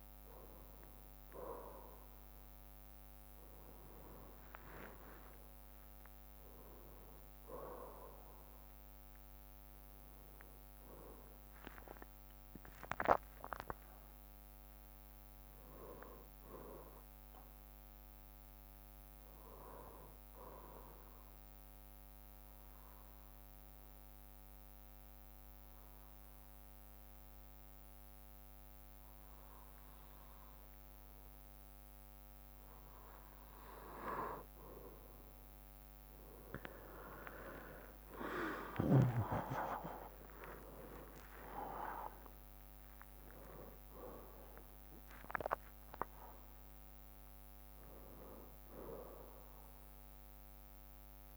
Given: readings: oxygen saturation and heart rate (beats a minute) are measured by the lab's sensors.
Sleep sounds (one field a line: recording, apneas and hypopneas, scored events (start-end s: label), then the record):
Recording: breathing in sleep by a microphone on the trachea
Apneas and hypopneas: 1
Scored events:
11.50-15.00 s: arousal
21.00-33.00 s: obstructive apnea (oxygen 95% before, 91% lowest, heart rate 68 before, 60 extreme, up 17 after)
35.00-51.37 s: oxygen desaturation (device-marked, oxygen 95% before, 91% lowest, heart rate 65 before, 64 extreme)
36.50-40.00 s: arousal
38.50-40.50 s: long interval between heartbeats (device-marked, heart rate 64 before, 74 extreme)
39.00-51.37 s: drop in pulse transit time (device-marked, heart rate 64 before, 68 extreme)
47.00-51.37 s: new sleep stage, N1 (lightest sleep)
From the record:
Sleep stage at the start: N2 (light sleep)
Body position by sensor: on the right side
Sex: male